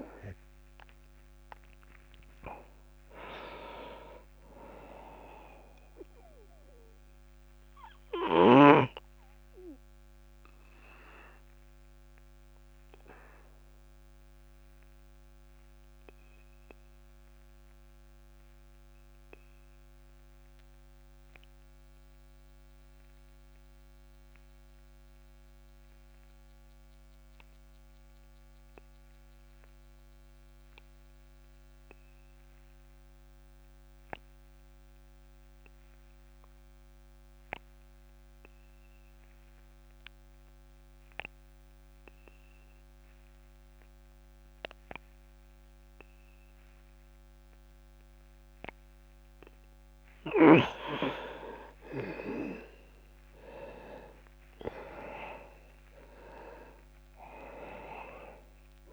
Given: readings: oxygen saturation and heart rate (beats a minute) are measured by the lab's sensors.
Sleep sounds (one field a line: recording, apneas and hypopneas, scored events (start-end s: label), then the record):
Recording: breathing in sleep by a microphone on the trachea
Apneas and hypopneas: 1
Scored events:
0.00-24.00 s: oxygen desaturation (device-marked, oxygen 86% lowest, heart rate 26 extreme)
8.50-48.50 s: obstructive apnea (oxygen 99% before, 82% lowest, heart rate 66 before, 26 extreme, up 41 after)
43.00-58.93 s: oxygen desaturation (device-marked, oxygen 98% before, 82% lowest, heart rate 41 before, 26 extreme)
52.50-57.00 s: arousal
From the record:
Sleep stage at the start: N2 (light sleep)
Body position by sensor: on the back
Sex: male